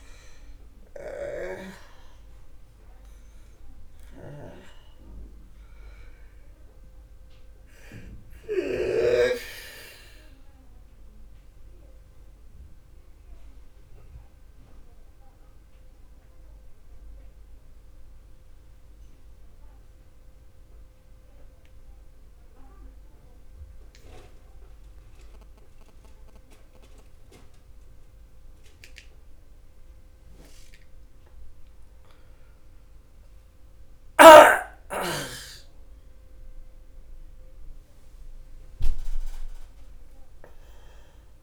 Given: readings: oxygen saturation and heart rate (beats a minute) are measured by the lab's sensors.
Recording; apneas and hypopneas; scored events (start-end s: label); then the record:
breathing in sleep by a room microphone; 1
0.00-3.00 s: snoring (device-marked)
0.00-21.50 s: oxygen desaturation (device-marked, oxygen 88% lowest, heart rate 44 extreme)
10.50-33.00 s: mixed apnea (oxygen 98% before, 88% lowest, heart rate 57 before, 44 extreme, up 0 after)
35.00-41.00 s: arousal
From the record:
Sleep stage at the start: N2 (light sleep); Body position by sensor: on the back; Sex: male